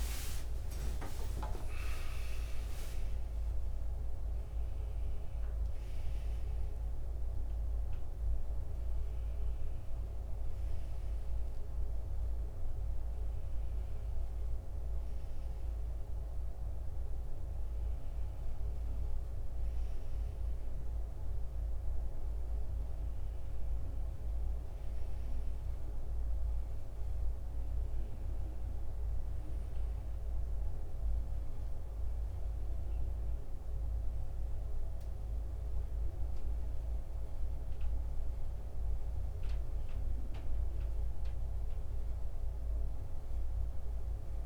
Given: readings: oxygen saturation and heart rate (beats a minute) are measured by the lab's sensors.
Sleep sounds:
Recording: breathing in sleep, hard to hear, by a room microphone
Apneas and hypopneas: none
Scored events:
0.00-19.50 s: oxygen desaturation (device-marked, oxygen 89% lowest, heart rate 78 extreme)
5.50-35.50 s: new sleep stage, N1 (lightest sleep)
35.50-44.46 s: new sleep stage, N2 (light sleep)
41.50-44.46 s: arousal
From the record:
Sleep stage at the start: N2 (light sleep)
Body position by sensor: on the back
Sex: male

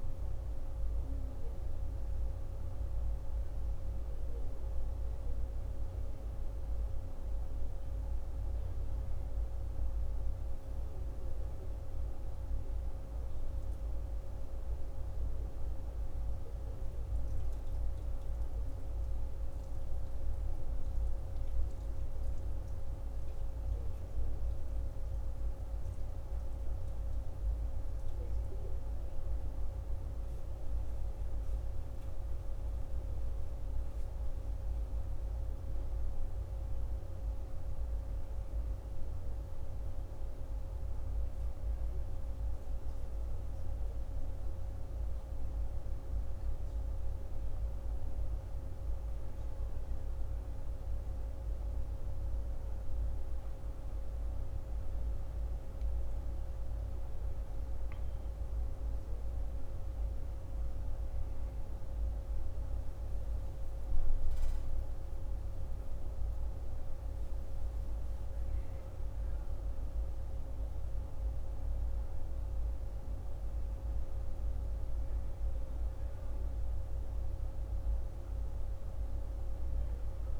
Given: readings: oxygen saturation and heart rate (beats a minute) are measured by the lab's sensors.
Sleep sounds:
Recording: a person awake in a sleep study, hard to hear, by a room microphone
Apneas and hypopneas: none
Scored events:
none scored
From the record:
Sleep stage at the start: awake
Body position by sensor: on the back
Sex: male

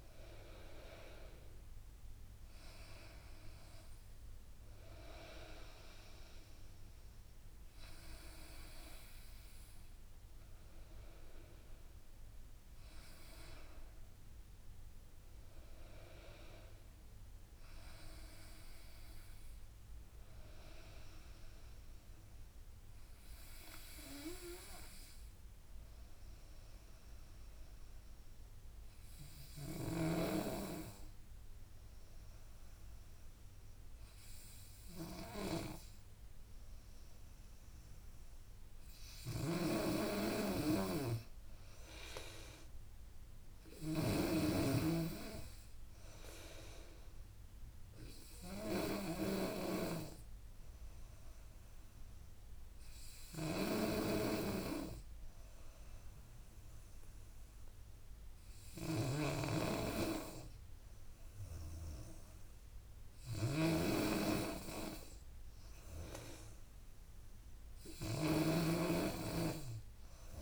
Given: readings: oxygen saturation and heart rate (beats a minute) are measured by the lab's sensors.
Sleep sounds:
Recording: breathing in sleep by a room microphone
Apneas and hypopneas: 1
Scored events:
0.00-6.50 s: drop in pulse transit time (device-marked, heart rate 77 extreme)
25.00-38.00 s: hypopnea (oxygen 97% before, 92% lowest, heart rate 85 before, 75 extreme, up 12 after)
29.50-70.42 s: snoring (device-marked)
39.50-42.50 s: arousal
42.50-53.50 s: drop in pulse transit time (device-marked, heart rate 79 before, 82 extreme)
43.50-59.50 s: oxygen desaturation (device-marked, oxygen 97% before, 92% lowest, heart rate 79 before, 77 extreme)
66.50-70.42 s: drop in pulse transit time (device-marked, heart rate 82 before, 83 extreme)
From the record:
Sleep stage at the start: N2 (light sleep)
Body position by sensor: on the back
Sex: female

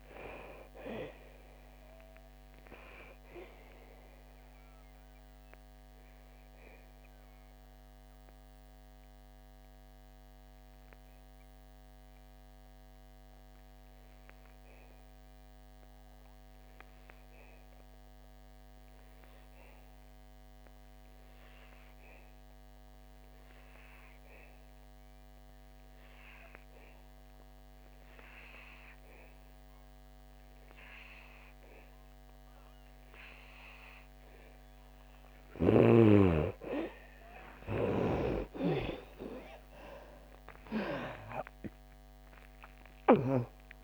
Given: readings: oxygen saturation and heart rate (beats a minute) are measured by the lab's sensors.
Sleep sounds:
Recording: breathing in sleep by a microphone on the trachea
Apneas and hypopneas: 1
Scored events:
0.00-24.00 s: oxygen desaturation (device-marked, oxygen 79% lowest, heart rate 55 extreme)
5.50-35.00 s: obstructive apnea (oxygen 99% before, 79% lowest, heart rate 72 before, 55 extreme, up 28 after)
26.00-43.84 s: oxygen desaturation (device-marked, oxygen 99% before, 79% lowest, heart rate 61 before, 59 extreme)
38.00-43.00 s: arousal
From the record:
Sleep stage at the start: N2 (light sleep)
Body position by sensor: on the back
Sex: female

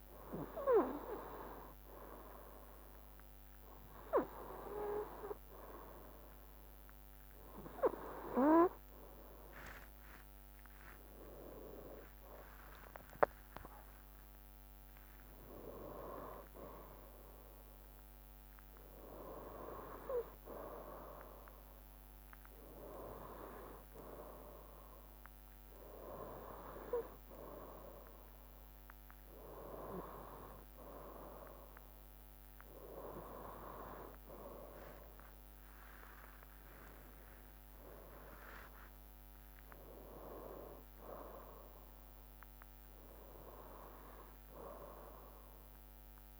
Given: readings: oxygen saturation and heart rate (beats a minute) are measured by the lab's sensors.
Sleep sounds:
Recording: breathing in sleep by a microphone on the trachea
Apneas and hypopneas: none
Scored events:
35.50-39.50 s: arousal
From the record:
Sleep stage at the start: N2 (light sleep)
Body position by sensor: on the right side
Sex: male

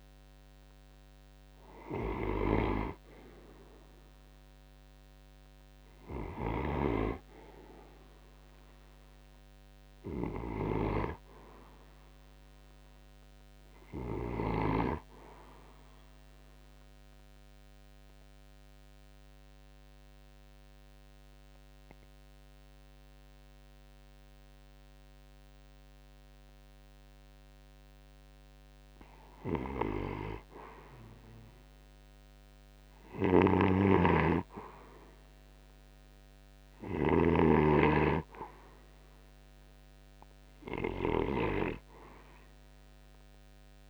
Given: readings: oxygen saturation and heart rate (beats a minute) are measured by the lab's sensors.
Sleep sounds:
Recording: breathing in sleep by a microphone on the trachea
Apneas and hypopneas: 1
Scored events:
15.00-27.50 s: obstructive apnea (oxygen 92% before, 82% lowest)
27.00-43.89 s: oxygen desaturation (device-marked, oxygen 91% before, 82% lowest)
30.00-33.50 s: arousal
32.50-40.50 s: snoring (device-marked)
40.00-43.89 s: new sleep stage, REM sleep
From the record:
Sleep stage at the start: N2 (light sleep)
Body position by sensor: on the right side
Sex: male

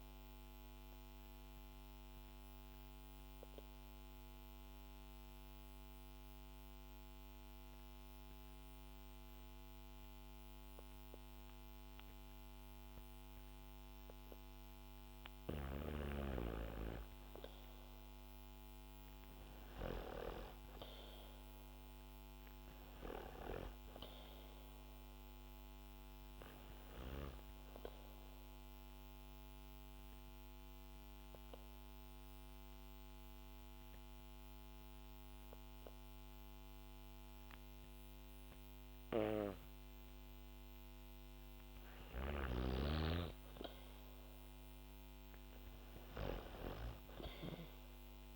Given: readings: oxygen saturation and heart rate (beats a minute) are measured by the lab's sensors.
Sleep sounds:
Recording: breathing in sleep by a microphone on the trachea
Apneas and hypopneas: 2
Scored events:
0.00-5.00 s: bradycardia (device-marked, heart rate 56 extreme)
0.00-12.00 s: oxygen desaturation (device-marked, oxygen 94% lowest, heart rate 55 extreme)
0.50-15.50 s: mixed apnea (oxygen 98% before, 94% lowest, heart rate 62 before, 56 extreme, up 4 after)
17.00-21.00 s: arousal
20.00-32.00 s: oxygen desaturation (device-marked, oxygen 98% before, 95% lowest, heart rate 61 before, 59 extreme)
28.00-40.50 s: obstructive apnea (oxygen 98% before, 94% lowest, heart rate 63 before, 59 extreme, up 0 after)
43.00-46.50 s: arousal
From the record:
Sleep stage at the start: N2 (light sleep)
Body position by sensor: on the back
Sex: female

